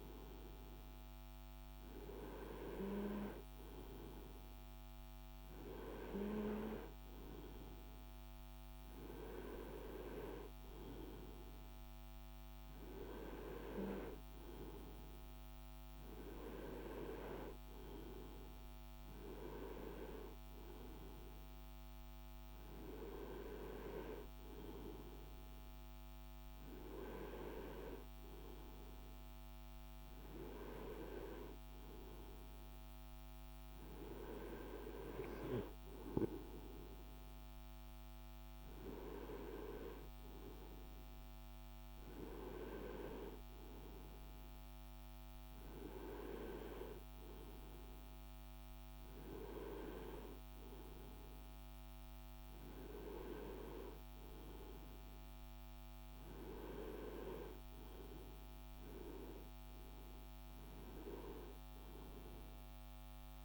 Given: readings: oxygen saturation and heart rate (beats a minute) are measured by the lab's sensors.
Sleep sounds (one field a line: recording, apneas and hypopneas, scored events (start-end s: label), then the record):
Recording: breathing in sleep by a microphone on the trachea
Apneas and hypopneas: none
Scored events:
none scored
From the record:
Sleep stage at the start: N2 (light sleep)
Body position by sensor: on the right side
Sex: male